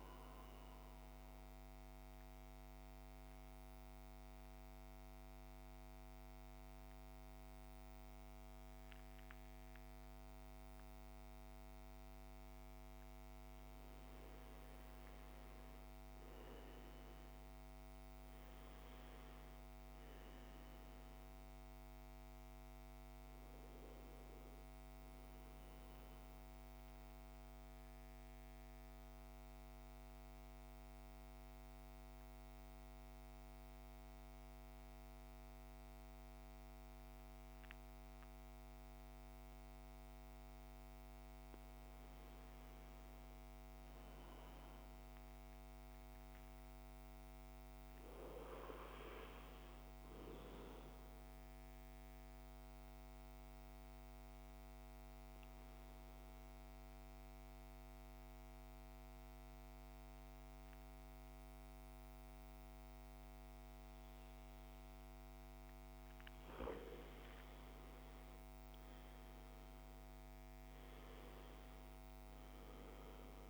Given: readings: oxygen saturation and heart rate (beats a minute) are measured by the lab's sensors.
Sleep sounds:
breathing in sleep, hard to hear, by a microphone on the trachea; 3
1.50-13.50 s: central apnea (oxygen 99% before, 92% lowest, heart rate 71 before, 52 extreme, up 7 after)
15.00-19.00 s: arousal
19.50-34.50 s: oxygen desaturation (device-marked, oxygen 97% before, 92% lowest, heart rate 58 before, 52 extreme)
26.00-41.00 s: central apnea (oxygen 99% before, 89% lowest, heart rate 58 before, 52 extreme, up 8 after)
43.00-46.50 s: arousal
51.00-66.00 s: mixed apnea (oxygen 99% before, 89% lowest, heart rate 56 before, 49 extreme, up 10 after)
54.50-59.50 s: oxygen desaturation (device-marked, oxygen 98% before, 93% lowest, heart rate 57 before, 52 extreme)
68.00-72.00 s: arousal
69.50-73.50 s: oxygen desaturation (device-marked, oxygen 96% before, 89% lowest, heart rate 57 before, 49 extreme)
From the record:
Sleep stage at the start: N2 (light sleep); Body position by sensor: on the back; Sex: male

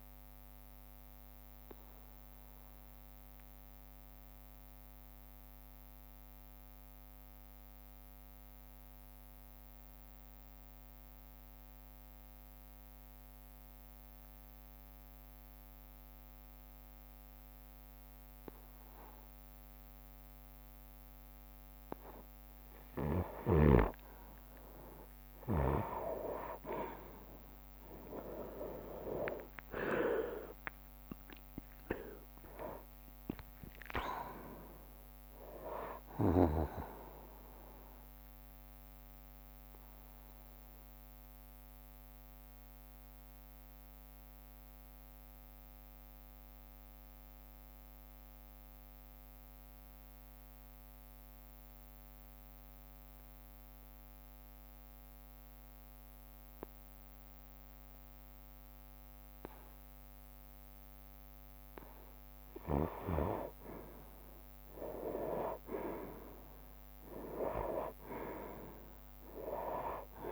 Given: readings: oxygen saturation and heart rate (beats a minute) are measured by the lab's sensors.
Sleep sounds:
breathing in sleep by a microphone on the trachea; 2
0.00-1.50 s: drop in pulse transit time (device-marked, heart rate 61 extreme)
0.00-18.50 s: oxygen desaturation (device-marked, oxygen 90% lowest, heart rate 57 extreme)
0.50-22.50 s: obstructive apnea (oxygen 97% before, 90% lowest, heart rate 61 before, 57 extreme, up 13 after)
3.50-16.50 s: bradycardia (device-marked, heart rate 67 before, 57 extreme)
26.50-31.00 s: arousal
26.50-41.50 s: oxygen desaturation (device-marked, oxygen 98% before, 92% lowest, heart rate 59 before, 53 extreme)
26.50-44.50 s: drop in pulse transit time (device-marked, heart rate 59 before, 63 extreme)
29.50-31.50 s: long interval between heartbeats (device-marked, heart rate 60 before, 68 extreme)
39.00-60.50 s: obstructive apnea (oxygen 98% before, 90% lowest, heart rate 66 before, 53 extreme, up 2 after)
41.50-65.50 s: bradycardia (device-marked, heart rate 67 before, 53 extreme)
52.50-62.50 s: oxygen desaturation (device-marked, oxygen 94% before, 90% lowest, heart rate 65 before, 53 extreme)
63.50-68.00 s: arousal
65.50-70.32 s: drop in pulse transit time (device-marked, heart rate 56 before, 55 extreme)
68.50-70.32 s: oxygen desaturation (device-marked, oxygen 98% before, 90% lowest, heart rate 56 before, 59 extreme)
From the record:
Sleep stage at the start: N2 (light sleep); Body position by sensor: on the right side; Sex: male

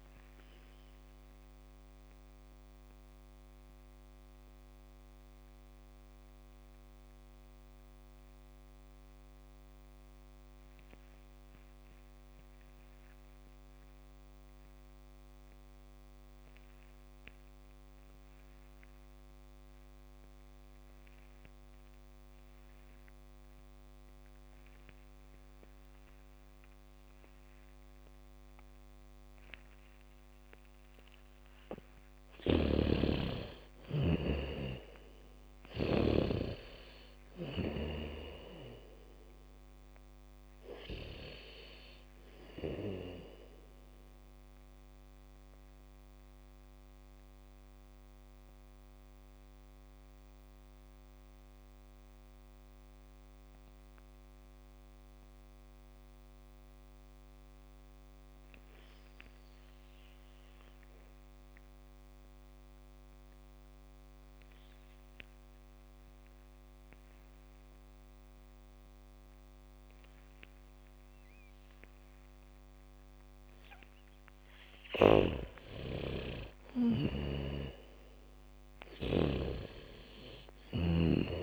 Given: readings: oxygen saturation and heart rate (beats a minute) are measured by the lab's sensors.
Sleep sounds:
breathing in sleep by a microphone on the trachea; 2
0.00-19.50 s: oxygen desaturation (device-marked, oxygen 82% lowest, heart rate 35 extreme)
1.50-30.50 s: mixed apnea (oxygen 99% before, 81% lowest, heart rate 57 before, 38 extreme)
25.50-39.50 s: bradycardia (device-marked, heart rate 69 before, 38 extreme)
29.50-58.50 s: oxygen desaturation (device-marked, oxygen 98% before, 81% lowest, heart rate 70 before, 38 extreme)
32.50-36.50 s: snoring (device-marked)
33.00-38.00 s: arousal
44.00-74.00 s: mixed apnea (oxygen 98% before, 81% lowest, heart rate 55 before, 53 extreme, up 2 after)
72.50-81.42 s: oxygen desaturation (device-marked, oxygen 99% before, 84% lowest, heart rate 74 before, 52 extreme)
73.50-77.50 s: bradycardia (device-marked, heart rate 69 before, 53 extreme)
75.50-80.00 s: arousal
77.50-81.42 s: snoring (device-marked)
From the record:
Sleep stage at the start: N2 (light sleep); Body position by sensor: on the back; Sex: female

